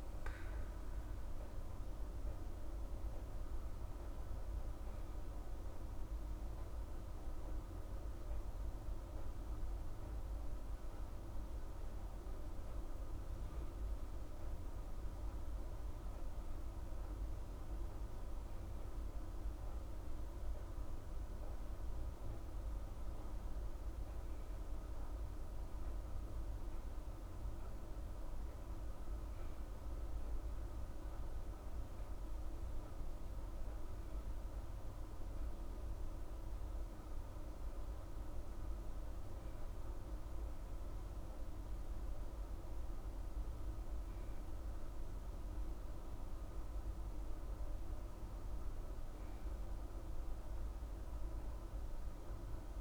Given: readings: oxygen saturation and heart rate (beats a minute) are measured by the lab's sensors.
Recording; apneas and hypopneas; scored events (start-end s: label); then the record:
breathing in sleep, hard to hear, by a room microphone; none
20.00-50.00 s: new sleep stage, N3 (deep sleep)
50.00-52.81 s: new sleep stage, N2 (light sleep)
From the record:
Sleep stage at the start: N2 (light sleep); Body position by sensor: on the right side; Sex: female